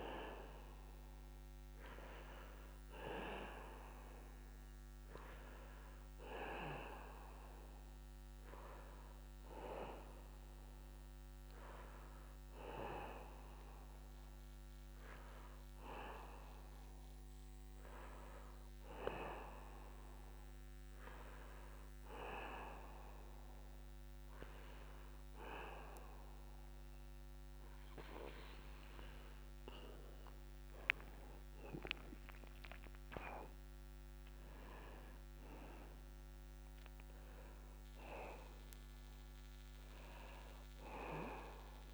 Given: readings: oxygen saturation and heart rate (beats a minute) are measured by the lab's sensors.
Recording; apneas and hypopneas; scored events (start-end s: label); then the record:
breathing in sleep by a microphone on the trachea; 1
0.00-1.50 s: oxygen desaturation (device-marked, oxygen 93% lowest, heart rate 66 extreme)
20.00-32.00 s: hypopnea (oxygen 96% before, 90% lowest, heart rate 69 before, 70 extreme, up 2 after)
33.50-37.00 s: arousal
From the record:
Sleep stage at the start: N2 (light sleep); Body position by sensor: on the back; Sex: male